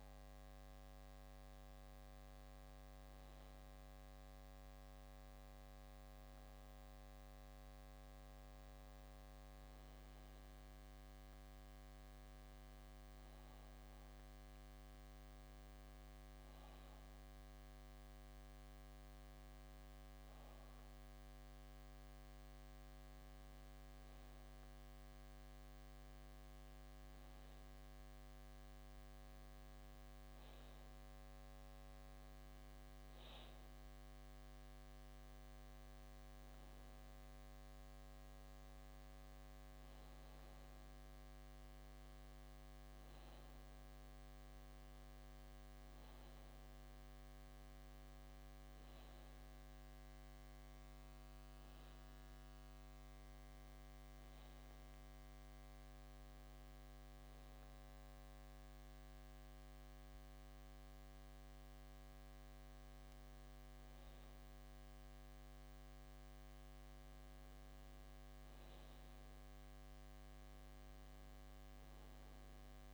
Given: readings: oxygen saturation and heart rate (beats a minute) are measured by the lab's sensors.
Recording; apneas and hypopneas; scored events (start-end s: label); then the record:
breathing in sleep, hard to hear, by a microphone on the trachea; 1
57.50-68.50 s: hypopnea (oxygen 94% before, 91% lowest, heart rate 62 before, 60 extreme, up 1 after)
70.00-72.94 s: arousal
From the record:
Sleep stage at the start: N2 (light sleep); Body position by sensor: on the back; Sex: male